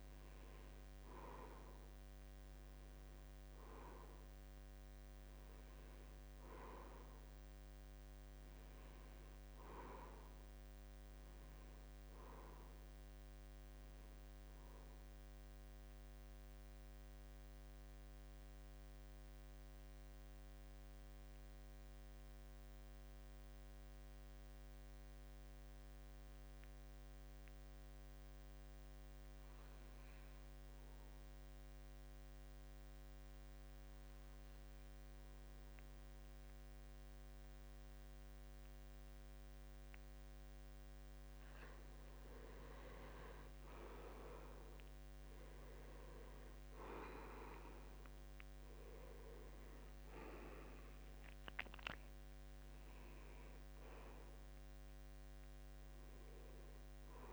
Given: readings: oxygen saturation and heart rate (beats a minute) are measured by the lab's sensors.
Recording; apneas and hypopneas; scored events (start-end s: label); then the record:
breathing in sleep by a microphone on the trachea; 1
16.00-41.50 s: mixed apnea (oxygen 94% before, 81% lowest, heart rate 77 before, 67 extreme, up 5 after)
33.00-57.33 s: oxygen desaturation (device-marked, oxygen 94% before, 83% lowest, heart rate 71 before, 65 extreme)
44.50-47.50 s: arousal
From the record:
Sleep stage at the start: N2 (light sleep); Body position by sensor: on the back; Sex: male